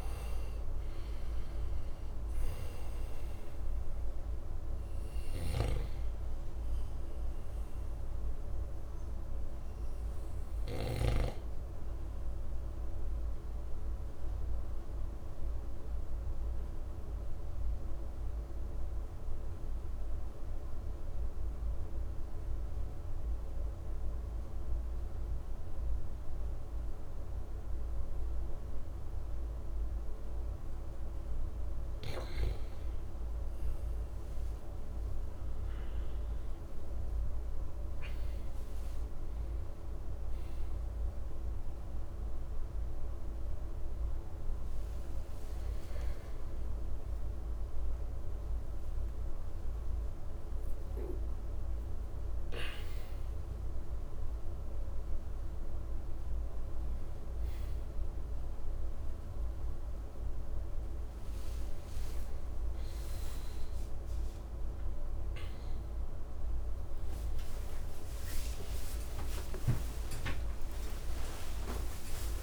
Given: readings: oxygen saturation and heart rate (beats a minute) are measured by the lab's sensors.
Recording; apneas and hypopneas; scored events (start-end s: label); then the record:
a person awake in a sleep study, hard to hear, by a room microphone; 1
0.00-26.00 s: oxygen desaturation (device-marked, oxygen 92% lowest, heart rate 51 extreme)
5.00-11.00 s: snoring (device-marked)
12.00-30.50 s: obstructive apnea (oxygen 97% before, 92% lowest, heart rate 56 before, 51 extreme, up 11 after)
36.00-72.43 s: new sleep stage, awake
47.00-49.00 s: tachycardia (device-marked, heart rate 60 before, 79 extreme)
65.00-72.43 s: tachycardia (device-marked, heart rate 61 before, 188 extreme)
From the record:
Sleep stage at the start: N2 (light sleep); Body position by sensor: on the right side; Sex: male